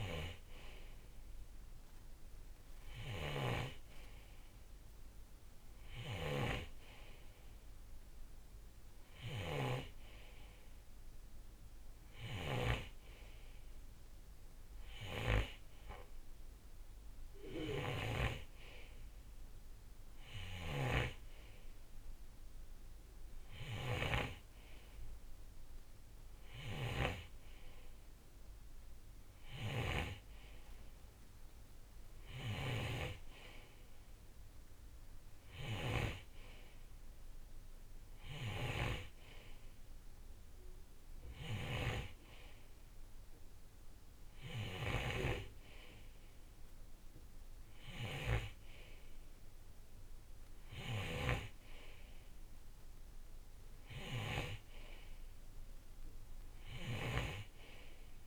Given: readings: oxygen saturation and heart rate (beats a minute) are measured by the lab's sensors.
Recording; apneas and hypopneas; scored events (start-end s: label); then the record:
breathing in sleep by a room microphone; none
0.00-13.00 s: snoring (device-marked)
17.50-57.50 s: snoring (device-marked)
From the record:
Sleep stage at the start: N2 (light sleep); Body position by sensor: on the right side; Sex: male